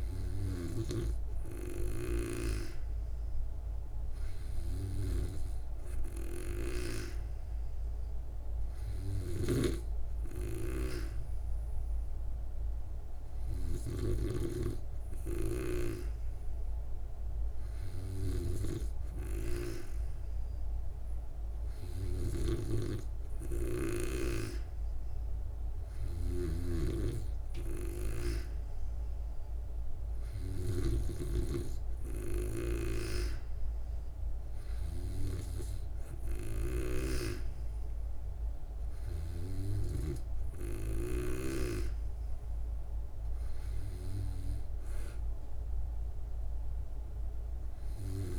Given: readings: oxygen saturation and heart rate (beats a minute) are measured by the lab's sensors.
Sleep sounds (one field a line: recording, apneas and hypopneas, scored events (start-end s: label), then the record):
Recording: breathing in sleep by a room microphone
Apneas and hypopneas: none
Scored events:
0.00-1.00 s: snoring (device-marked)
9.50-14.50 s: snoring (device-marked)
22.00-26.50 s: snoring (device-marked)
From the record:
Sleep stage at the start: N2 (light sleep)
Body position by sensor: on the back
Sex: female